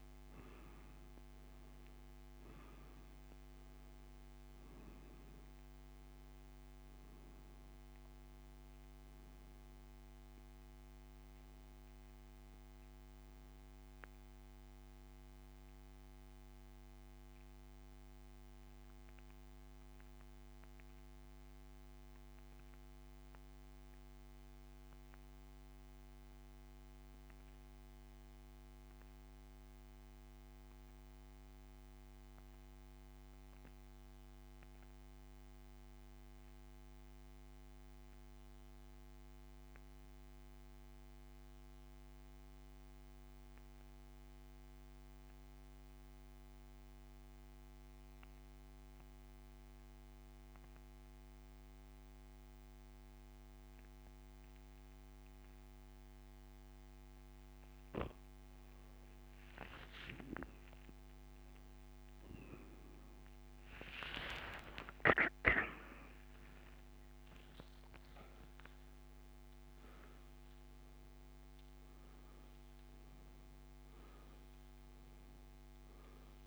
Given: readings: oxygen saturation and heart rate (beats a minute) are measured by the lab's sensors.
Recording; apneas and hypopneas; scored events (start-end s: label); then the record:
breathing in sleep, hard to hear, by a microphone on the trachea; 1
13.50-16.50 s: arousal
18.50-56.50 s: central apnea (oxygen 96% before, 87% lowest)
26.50-76.47 s: new sleep stage, N2 (light sleep)
34.50-50.50 s: oxygen desaturation (device-marked, oxygen 93% before, 87% lowest)
59.00-63.50 s: arousal
From the record:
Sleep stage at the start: N1 (lightest sleep); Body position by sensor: on the back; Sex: male